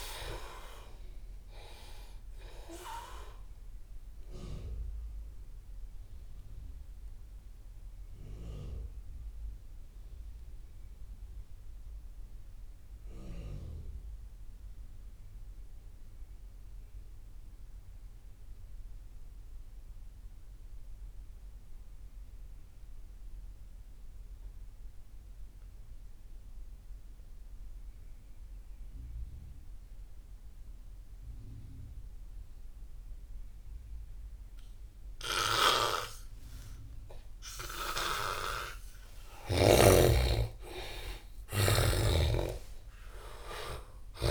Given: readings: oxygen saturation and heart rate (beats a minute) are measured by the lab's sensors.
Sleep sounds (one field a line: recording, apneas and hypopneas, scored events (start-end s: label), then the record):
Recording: breathing in sleep by a room microphone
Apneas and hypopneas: 1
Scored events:
0.00-20.00 s: oxygen desaturation (device-marked, oxygen 68% lowest)
4.50-37.50 s: mixed apnea (oxygen 97% before, 68% lowest)
34.00-44.31 s: oxygen desaturation (device-marked, oxygen 98% before, 75% lowest)
39.00-43.50 s: arousal
From the record:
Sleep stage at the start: N2 (light sleep)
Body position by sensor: on the back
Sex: male